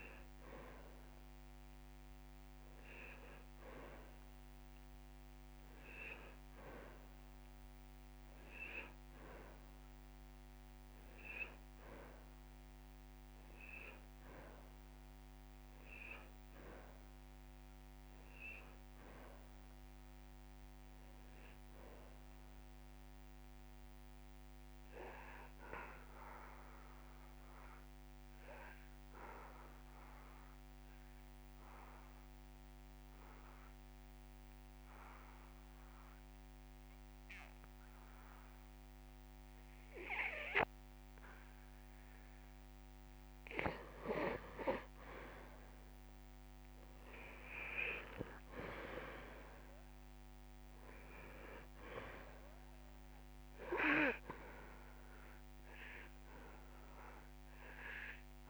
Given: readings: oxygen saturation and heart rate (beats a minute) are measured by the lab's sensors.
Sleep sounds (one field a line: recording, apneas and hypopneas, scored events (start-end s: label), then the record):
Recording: breathing in sleep by a microphone on the trachea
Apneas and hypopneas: 1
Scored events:
0.00-9.50 s: oxygen desaturation (device-marked, oxygen 92% lowest)
14.00-17.50 s: arousal
25.50-27.50 s: long interval between heartbeats (device-marked)
26.00-43.00 s: obstructive apnea (oxygen 97% before, 87% lowest)
45.50-49.00 s: arousal
46.50-58.50 s: oxygen desaturation (device-marked, oxygen 97% before, 87% lowest)
From the record:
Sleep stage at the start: N2 (light sleep)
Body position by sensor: on the back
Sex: male